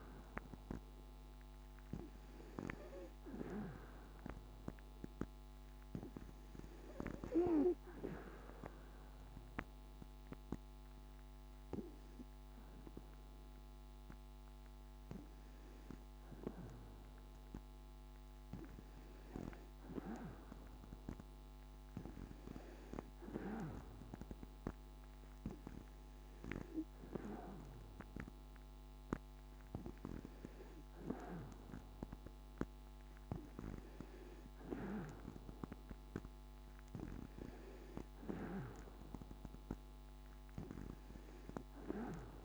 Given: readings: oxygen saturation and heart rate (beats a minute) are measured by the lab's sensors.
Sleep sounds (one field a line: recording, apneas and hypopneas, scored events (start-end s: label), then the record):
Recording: breathing in sleep by a microphone on the trachea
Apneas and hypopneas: none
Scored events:
none scored
From the record:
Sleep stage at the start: N2 (light sleep)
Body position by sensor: on the back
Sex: female